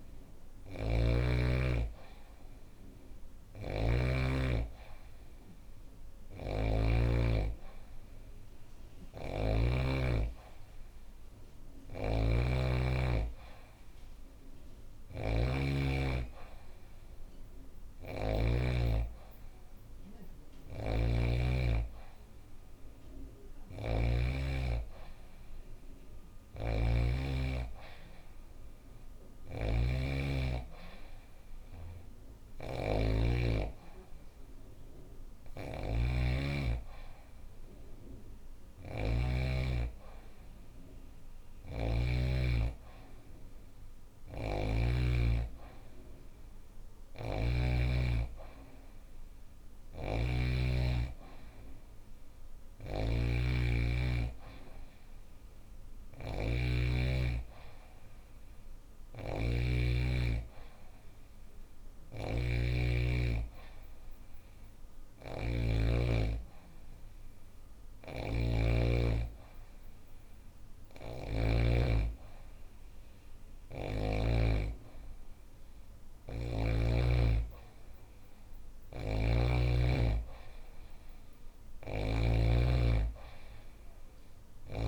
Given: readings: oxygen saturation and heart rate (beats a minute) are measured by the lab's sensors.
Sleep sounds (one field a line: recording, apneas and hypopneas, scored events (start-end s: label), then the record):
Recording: breathing in sleep by a room microphone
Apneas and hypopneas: none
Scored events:
0.00-3.50 s: snoring (device-marked)
5.50-9.00 s: snoring (device-marked)
11.00-23.50 s: snoring (device-marked)
25.50-41.50 s: snoring (device-marked)
43.50-47.00 s: snoring (device-marked)
49.00-71.00 s: snoring (device-marked)
78.00-84.50 s: snoring (device-marked)
From the record:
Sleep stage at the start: N2 (light sleep)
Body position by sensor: on the back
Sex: female